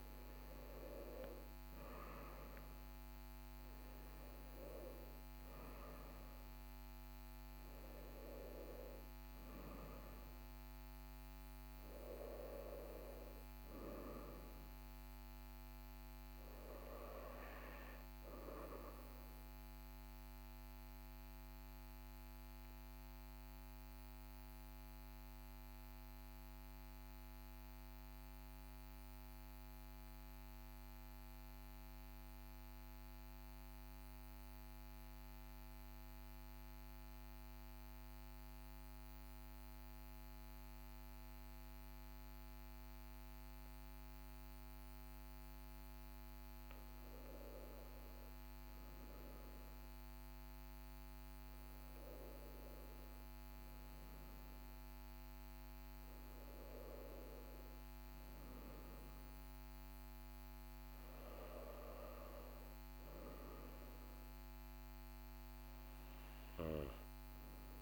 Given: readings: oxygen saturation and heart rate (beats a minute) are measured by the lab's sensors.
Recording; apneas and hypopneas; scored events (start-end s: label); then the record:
breathing in sleep by a microphone on the trachea; 1
0.00-27.50 s: oxygen desaturation (device-marked, oxygen 88% lowest, heart rate 42 extreme)
21.50-46.00 s: obstructive apnea (oxygen 94% before, 88% lowest, heart rate 46 before, 42 extreme, up 1 after)
47.00-52.50 s: arousal
From the record:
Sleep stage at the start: REM sleep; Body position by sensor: on the right side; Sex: male